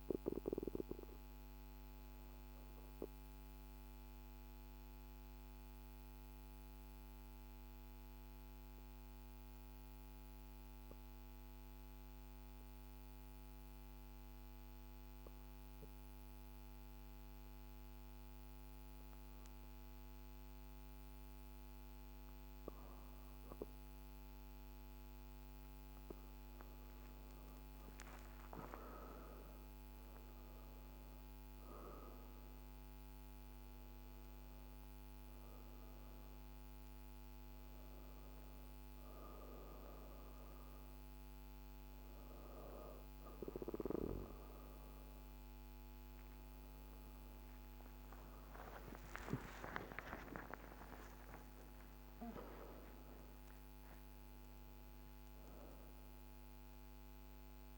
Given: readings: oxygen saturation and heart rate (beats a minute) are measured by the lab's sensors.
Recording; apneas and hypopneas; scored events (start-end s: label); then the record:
breathing in sleep by a microphone on the trachea; 1
1.00-22.00 s: obstructive apnea (oxygen 94% before, 91% lowest, heart rate 55 before, 51 extreme, up 20 after)
22.00-50.00 s: oxygen desaturation (device-marked, oxygen 98% before, 91% lowest, heart rate 52 before, 51 extreme)
25.50-29.00 s: arousal
49.50-53.50 s: arousal
From the record:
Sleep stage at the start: N2 (light sleep); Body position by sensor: on the back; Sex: female